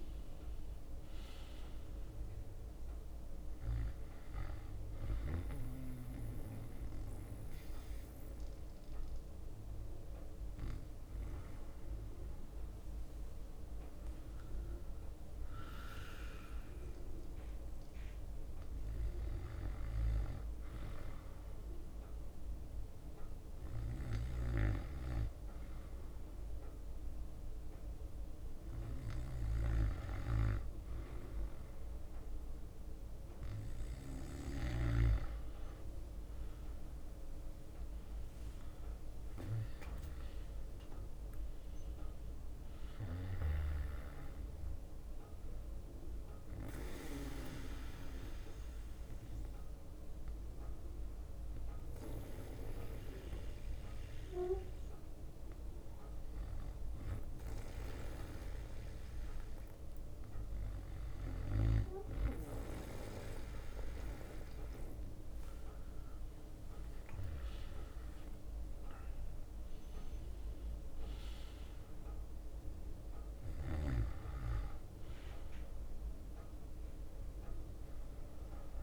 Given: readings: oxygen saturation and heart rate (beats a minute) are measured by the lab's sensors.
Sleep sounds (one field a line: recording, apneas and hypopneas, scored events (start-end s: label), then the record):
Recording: breathing in sleep by a room microphone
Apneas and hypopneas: 2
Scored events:
0.00-13.00 s: oxygen desaturation (device-marked, oxygen 93% lowest, heart rate 58 extreme)
5.00-12.00 s: bradycardia (device-marked, heart rate 61 before, 58 extreme)
7.00-18.00 s: hypopnea (oxygen 96% before, 93% lowest, heart rate 62 before, 58 extreme, up 3 after)
11.00-38.00 s: drop in pulse transit time (device-marked, heart rate 62 before, 58 extreme)
12.50-18.50 s: leg movement (device-marked)
20.00-23.00 s: bradycardia (device-marked, heart rate 61 before, 60 extreme)
20.50-24.00 s: arousal
24.00-28.00 s: bradycardia (device-marked, heart rate 61 before, 59 extreme)
30.00-32.00 s: bradycardia (device-marked, heart rate 61 before, 59 extreme)
35.50-41.00 s: leg movement (device-marked)
38.50-42.50 s: arousal
47.00-54.00 s: bradycardia (device-marked, heart rate 61 before, 58 extreme)
50.00-62.50 s: hypopnea (oxygen 97% before, 93% lowest, heart rate 62 before, 58 extreme, up 7 after)
53.00-68.00 s: drop in pulse transit time (device-marked, heart rate 62 before, 58 extreme)
54.00-59.00 s: leg movement (device-marked)
65.00-71.00 s: leg movement (device-marked)
66.50-71.50 s: arousal
75.00-78.83 s: bradycardia (device-marked, heart rate 61 before, 58 extreme)
From the record:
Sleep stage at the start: N2 (light sleep)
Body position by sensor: on the back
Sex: male